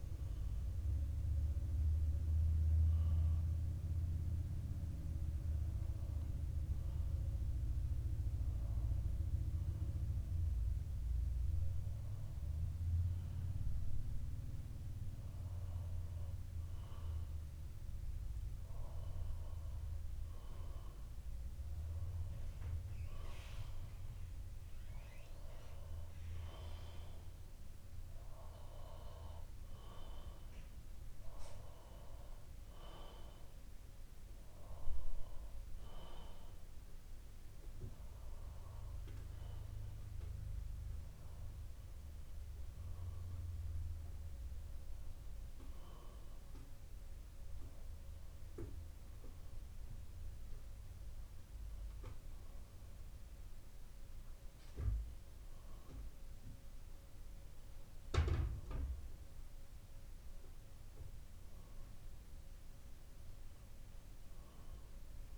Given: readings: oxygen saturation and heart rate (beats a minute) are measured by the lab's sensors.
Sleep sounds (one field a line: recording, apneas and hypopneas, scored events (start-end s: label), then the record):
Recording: breathing in sleep by a room microphone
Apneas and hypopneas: 1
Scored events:
2.50-16.00 s: obstructive apnea (oxygen 96% before, 93% lowest, heart rate 61 before, 59 extreme, up 3 after)
6.00-10.00 s: bradycardia (device-marked, heart rate 61 before, 59 extreme)
19.50-23.00 s: arousal
From the record:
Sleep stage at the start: N2 (light sleep)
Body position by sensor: on the back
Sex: male